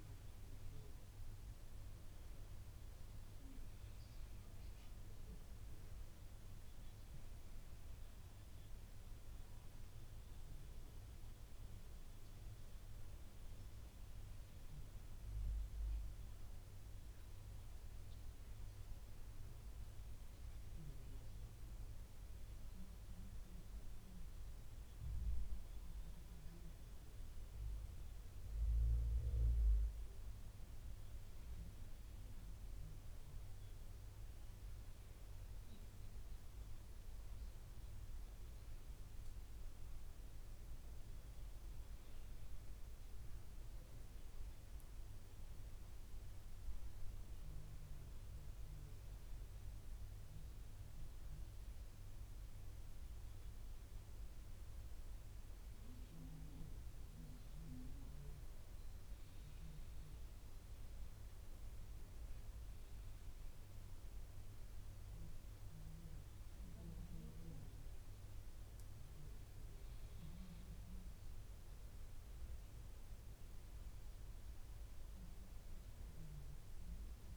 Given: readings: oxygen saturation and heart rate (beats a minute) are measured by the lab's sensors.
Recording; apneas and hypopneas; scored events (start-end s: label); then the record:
breathing in sleep, hard to hear, by a room microphone; none
none scored
From the record:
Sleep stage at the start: N2 (light sleep); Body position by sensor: on the back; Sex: male